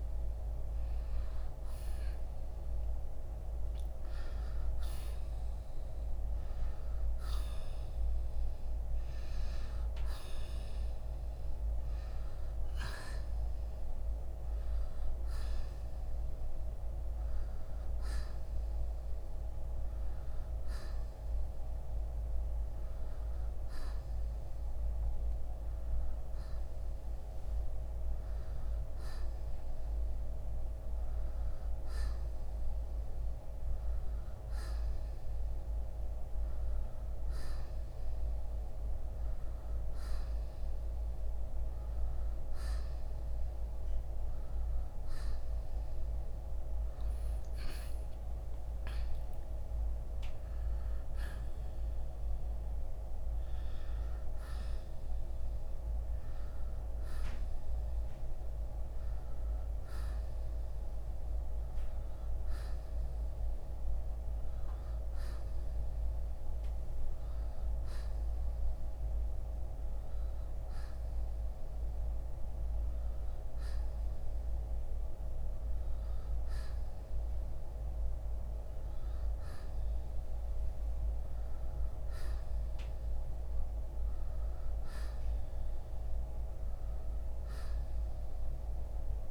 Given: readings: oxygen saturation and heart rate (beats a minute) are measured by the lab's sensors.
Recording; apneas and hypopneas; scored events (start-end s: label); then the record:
breathing in sleep, hard to hear, by a room microphone; none
none scored
From the record:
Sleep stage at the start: N1 (lightest sleep); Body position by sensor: on the right side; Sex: male